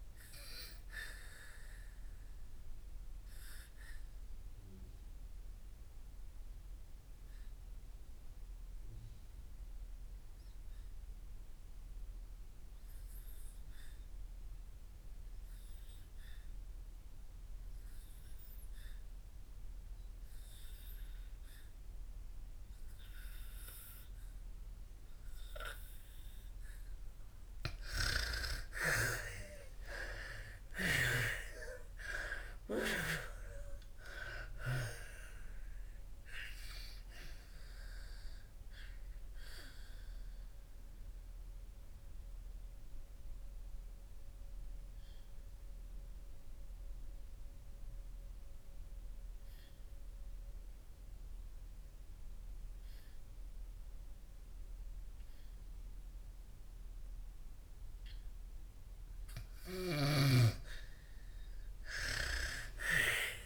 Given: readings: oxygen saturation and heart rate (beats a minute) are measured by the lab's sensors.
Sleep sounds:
breathing in sleep by a room microphone; 2
0.00-19.50 s: oxygen desaturation (device-marked, oxygen 81% lowest, heart rate 56 extreme)
1.50-27.50 s: obstructive apnea (oxygen 99% before, 81% lowest, heart rate 66 before, 55 extreme, up 55 after)
30.00-33.50 s: arousal
31.50-56.50 s: oxygen desaturation (device-marked, oxygen 99% before, 81% lowest, heart rate 63 before, 55 extreme)
38.00-59.00 s: obstructive apnea (oxygen 99% before, 81% lowest, heart rate 78 before, 55 extreme, up 35 after)
60.00-63.46 s: snoring (device-marked)
61.50-63.46 s: oxygen desaturation (device-marked, oxygen 99% before, 85% lowest, heart rate 60 before, 56 extreme)
62.00-63.46 s: arousal
From the record:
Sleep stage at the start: N2 (light sleep); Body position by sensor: on the back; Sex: female

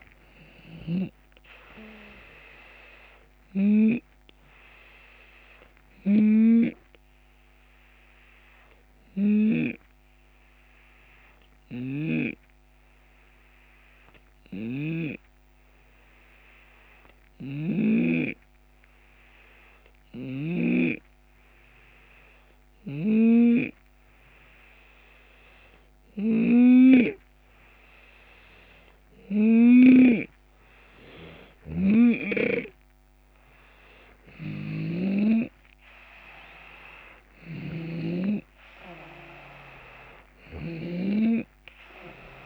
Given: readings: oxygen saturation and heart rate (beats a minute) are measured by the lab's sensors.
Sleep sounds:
breathing in sleep by a microphone on the trachea; 1
0.00-9.00 s: snoring (device-marked)
5.50-27.50 s: hypopnea (oxygen 91% before, 86% lowest)
11.00-14.50 s: snoring (device-marked)
16.50-40.50 s: snoring (device-marked)
30.50-33.50 s: arousal
38.00-42.46 s: oxygen desaturation (device-marked, oxygen 91% before, 87% lowest)
From the record:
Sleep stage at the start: N2 (light sleep); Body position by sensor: on the left side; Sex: male

